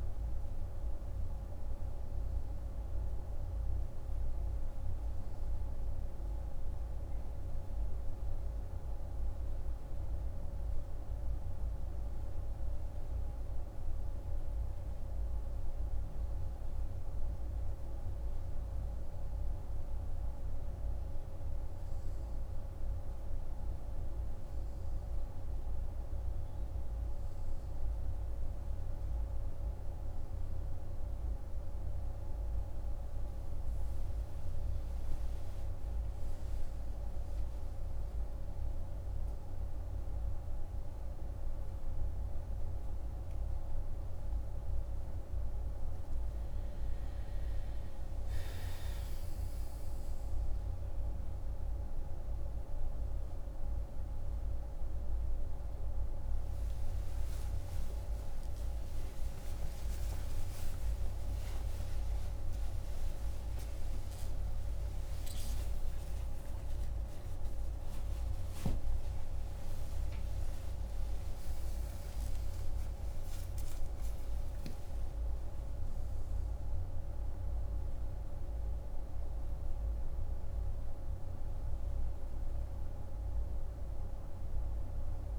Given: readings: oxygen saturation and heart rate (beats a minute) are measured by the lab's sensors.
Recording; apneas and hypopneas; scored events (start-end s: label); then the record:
a person awake in a sleep study, hard to hear, by a room microphone; none
14.50-85.39 s: new sleep stage, awake
From the record:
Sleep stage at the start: N2 (light sleep); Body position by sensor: on the right side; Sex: male